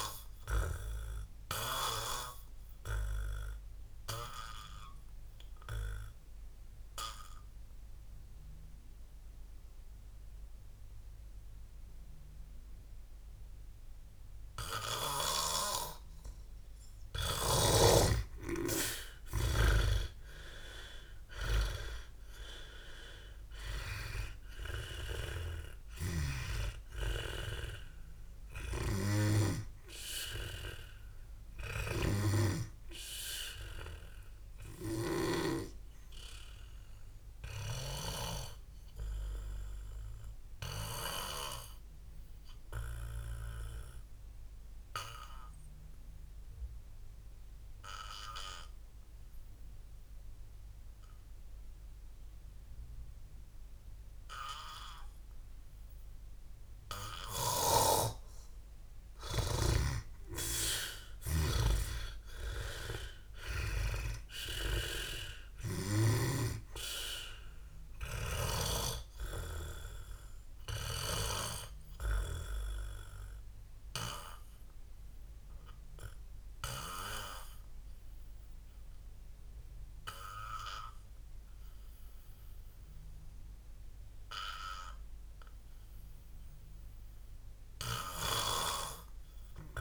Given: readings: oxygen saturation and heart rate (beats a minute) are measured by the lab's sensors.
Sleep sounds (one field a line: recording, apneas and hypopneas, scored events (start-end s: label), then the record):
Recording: breathing in sleep by a room microphone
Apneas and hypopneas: 3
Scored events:
0.00-21.00 s: oxygen desaturation (device-marked, oxygen 86% lowest, heart rate 61 extreme)
2.50-16.00 s: obstructive apnea (oxygen 100% before, 86% lowest, heart rate 61 before, 62 extreme, up 27 after)
18.50-23.00 s: arousal
26.00-32.50 s: snoring (device-marked)
28.00-53.00 s: oxygen desaturation (device-marked, oxygen 97% before, 88% lowest, heart rate 72 before, 59 extreme)
38.00-58.50 s: obstructive apnea (oxygen 97% before, 86% lowest, heart rate 72 before, 59 extreme, up 11 after)
59.00-66.00 s: oxygen desaturation (device-marked, oxygen 100% before, 94% lowest, heart rate 61 before, 58 extreme)
60.50-64.50 s: arousal
70.50-85.50 s: obstructive apnea (oxygen 100% before, 86% lowest, heart rate 64 before, 58 extreme, up 10 after)
72.00-89.81 s: oxygen desaturation (device-marked, oxygen 95% before, 86% lowest, heart rate 64 before, 58 extreme)
From the record:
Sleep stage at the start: N2 (light sleep)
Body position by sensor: on the back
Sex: male